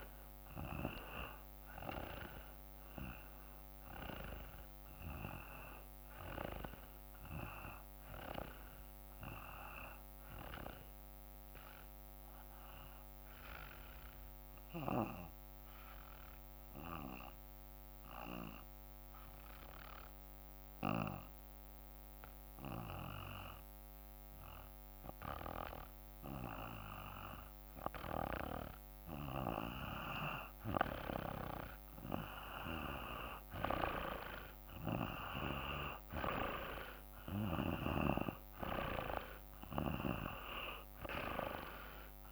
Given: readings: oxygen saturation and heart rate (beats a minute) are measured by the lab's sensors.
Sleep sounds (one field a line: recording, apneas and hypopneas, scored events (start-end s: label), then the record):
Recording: breathing in sleep by a microphone on the trachea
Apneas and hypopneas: 1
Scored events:
0.00-17.50 s: oxygen desaturation (device-marked, oxygen 91% lowest, heart rate 53 extreme)
14.50-27.00 s: obstructive apnea (oxygen 96% before, 90% lowest, heart rate 56 before, 54 extreme, up 3 after)
29.00-33.00 s: arousal
32.50-42.32 s: oxygen desaturation (device-marked, oxygen 96% before, 90% lowest, heart rate 55 before, 54 extreme)
37.50-42.32 s: snoring (device-marked)
From the record:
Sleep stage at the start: N2 (light sleep)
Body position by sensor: on the back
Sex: male